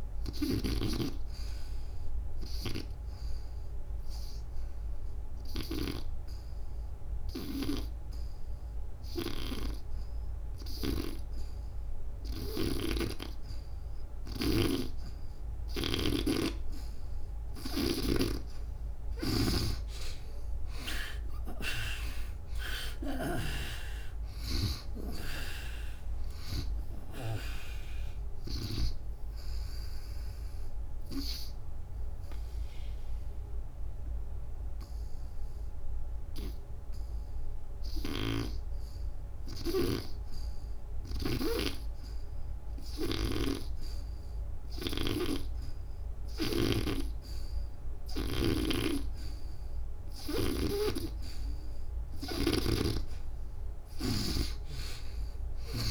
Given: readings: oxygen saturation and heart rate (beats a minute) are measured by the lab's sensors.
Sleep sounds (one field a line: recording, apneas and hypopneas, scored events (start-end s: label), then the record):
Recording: breathing in sleep by a room microphone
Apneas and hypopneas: 2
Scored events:
1.50-15.00 s: obstructive apnea (oxygen 97% before, 81% lowest, heart rate 90 before, 68 extreme, up 28 after)
7.00-39.00 s: oxygen desaturation (device-marked, oxygen 97% before, 81% lowest, heart rate 83 before, 66 extreme)
12.00-23.00 s: snoring (device-marked)
21.50-26.50 s: arousal
30.50-51.00 s: obstructive apnea (oxygen 96% before, 80% lowest, heart rate 89 before, 65 extreme, up 27 after)
52.00-55.91 s: snoring (device-marked)
53.00-55.91 s: oxygen desaturation (device-marked, oxygen 96% before, 82% lowest, heart rate 71 before, 62 extreme)
From the record:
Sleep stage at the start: N2 (light sleep)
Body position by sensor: on the back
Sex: female